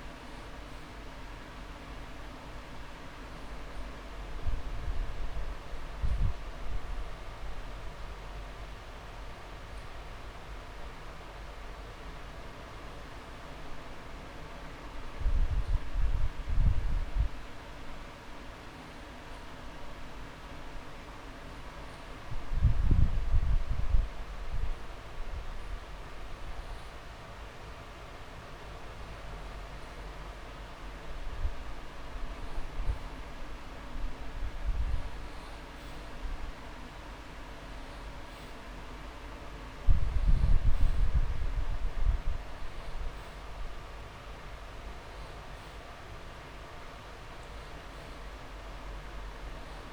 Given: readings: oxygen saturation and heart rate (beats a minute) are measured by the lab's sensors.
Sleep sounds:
breathing in sleep, hard to hear, by a room microphone; 1
0.00-28.50 s: oxygen desaturation (device-marked, oxygen 87% lowest)
10.50-12.50 s: long interval between heartbeats (device-marked)
11.50-26.50 s: hypopnea (oxygen 97% before, 87% lowest)
31.50-36.00 s: arousal
38.50-40.50 s: long interval between heartbeats (device-marked)
42.50-49.93 s: oxygen desaturation (device-marked, oxygen 99% before, 95% lowest)
46.00-48.00 s: long interval between heartbeats (device-marked)
From the record:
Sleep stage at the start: N2 (light sleep); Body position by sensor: on the back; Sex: male

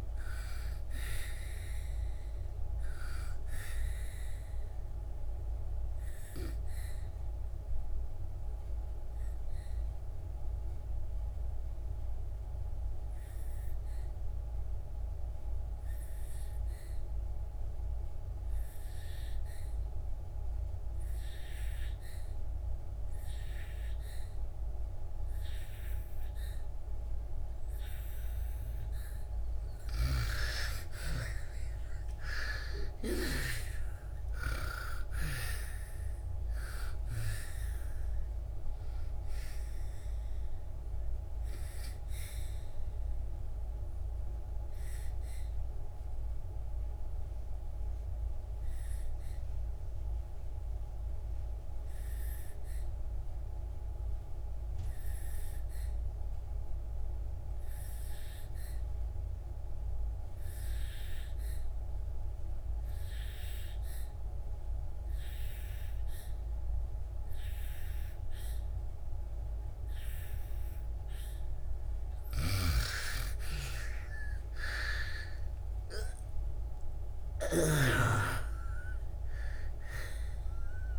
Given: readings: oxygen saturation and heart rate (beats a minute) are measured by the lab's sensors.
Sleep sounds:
breathing in sleep by a room microphone; 2
0.00-20.50 s: oxygen desaturation (device-marked, oxygen 80% lowest, heart rate 58 extreme)
5.00-28.00 s: obstructive apnea (oxygen 99% before, 80% lowest, heart rate 67 before, 58 extreme, up 17 after)
22.50-58.50 s: oxygen desaturation (device-marked, oxygen 99% before, 82% lowest, heart rate 65 before, 48 extreme)
30.00-35.00 s: arousal
43.00-72.00 s: obstructive apnea (oxygen 99% before, 81% lowest, heart rate 74 before, 48 extreme, up 0 after)
60.50-80.98 s: oxygen desaturation (device-marked, oxygen 99% before, 81% lowest, heart rate 64 before, 43 extreme)
72.00-77.50 s: snoring (device-marked)
73.50-78.00 s: arousal
From the record:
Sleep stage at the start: N2 (light sleep); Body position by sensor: on the back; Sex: female

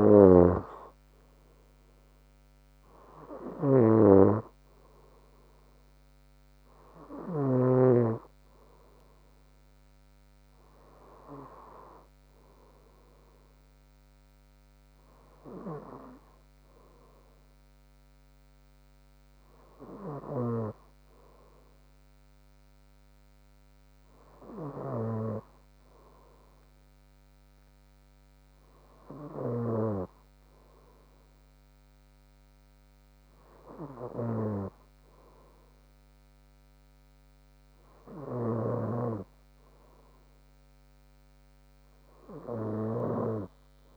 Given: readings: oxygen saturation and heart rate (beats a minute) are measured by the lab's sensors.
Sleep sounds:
breathing in sleep by a microphone on the trachea; none
0.00-8.00 s: snoring (device-marked)
15.50-22.50 s: bradycardia (device-marked, heart rate 62 before, 58 extreme)
27.50-43.96 s: new sleep stage, N2 (light sleep)
From the record:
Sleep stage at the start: N3 (deep sleep); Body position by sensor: on the front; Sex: female

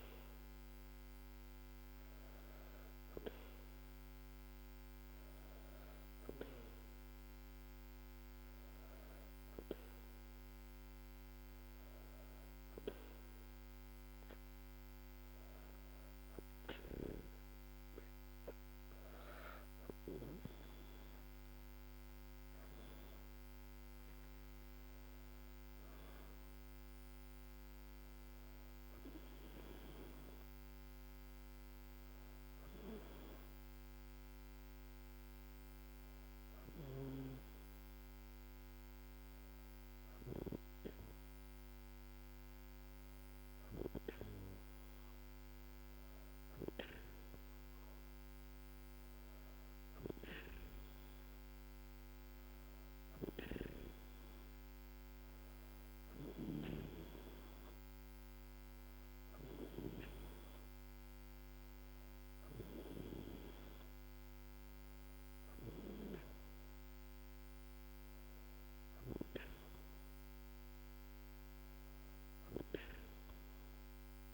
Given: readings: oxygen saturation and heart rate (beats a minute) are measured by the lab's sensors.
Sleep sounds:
breathing in sleep by a microphone on the trachea; none
none scored
From the record:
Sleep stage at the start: N2 (light sleep); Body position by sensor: on the back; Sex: female

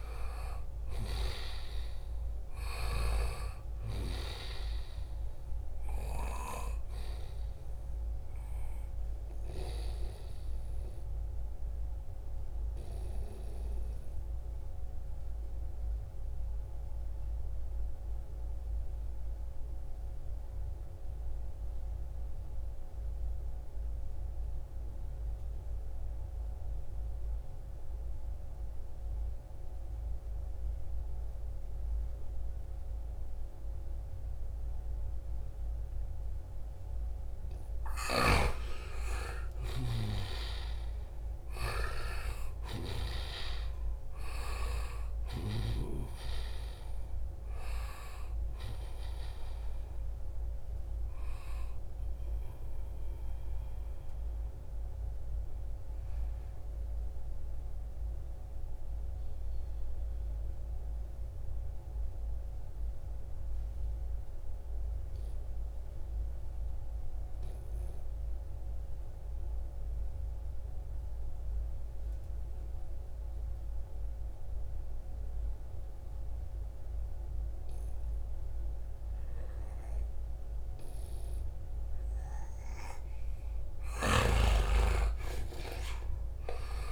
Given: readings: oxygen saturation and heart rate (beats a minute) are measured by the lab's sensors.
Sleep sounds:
breathing in sleep by a room microphone; 2
0.00-2.00 s: arousal
0.00-2.50 s: snoring (device-marked)
0.00-16.00 s: oxygen desaturation (device-marked, oxygen 91% lowest, heart rate 65 extreme)
11.50-36.00 s: obstructive apnea (oxygen 95% before, 87% lowest, heart rate 74 before, 65 extreme, up 5 after)
35.00-65.00 s: oxygen desaturation (device-marked, oxygen 95% before, 87% lowest, heart rate 69 before, 67 extreme)
37.50-42.50 s: arousal
37.50-45.00 s: snoring (device-marked)
50.50-82.50 s: obstructive apnea (oxygen 95% before, 87% lowest, heart rate 70 before, 68 extreme, up 6 after)
79.00-86.92 s: oxygen desaturation (device-marked, oxygen 96% before, 88% lowest, heart rate 70 before, 68 extreme)
83.00-86.92 s: snoring (device-marked)
83.50-86.92 s: arousal
From the record:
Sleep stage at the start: N2 (light sleep); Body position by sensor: on the right side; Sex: male

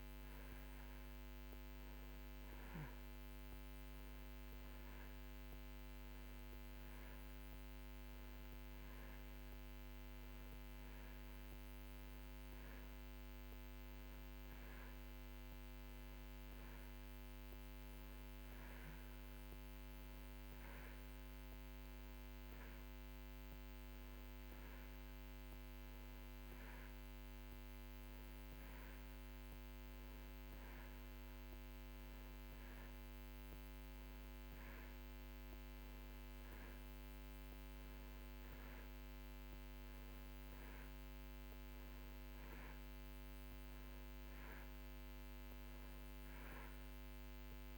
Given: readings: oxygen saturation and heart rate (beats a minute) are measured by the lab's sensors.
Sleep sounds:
breathing in sleep, hard to hear, by a microphone on the trachea; none
none scored
From the record:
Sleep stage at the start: N2 (light sleep); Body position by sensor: on the back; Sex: male

